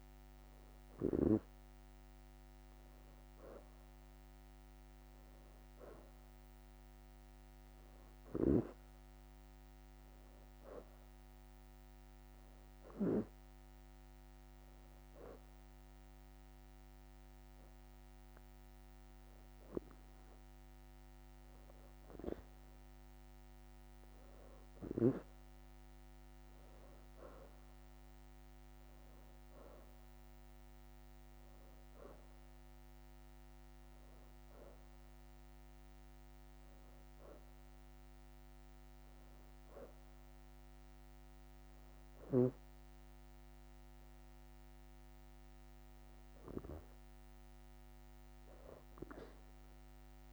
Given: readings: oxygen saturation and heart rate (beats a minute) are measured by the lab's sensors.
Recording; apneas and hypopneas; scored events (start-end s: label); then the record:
breathing in sleep by a microphone on the trachea; 1
4.50-9.00 s: arousal
9.00-19.00 s: oxygen desaturation (device-marked, oxygen 92% before, 89% lowest, heart rate 85 before, 79 extreme)
14.00-24.00 s: hypopnea (oxygen 93% before, 85% lowest, heart rate 86 before, 79 extreme, up 3 after)
25.50-27.50 s: leg movement (device-marked)
26.00-29.50 s: arousal
32.00-44.00 s: oxygen desaturation (device-marked, oxygen 92% before, 87% lowest, heart rate 84 before, 82 extreme)
37.50-39.50 s: leg movement (device-marked)
40.00-41.50 s: leg movement (device-marked)
42.50-45.00 s: leg movement (device-marked)
45.50-50.33 s: leg movement (device-marked)
From the record:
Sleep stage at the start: N2 (light sleep); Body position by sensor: on the back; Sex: female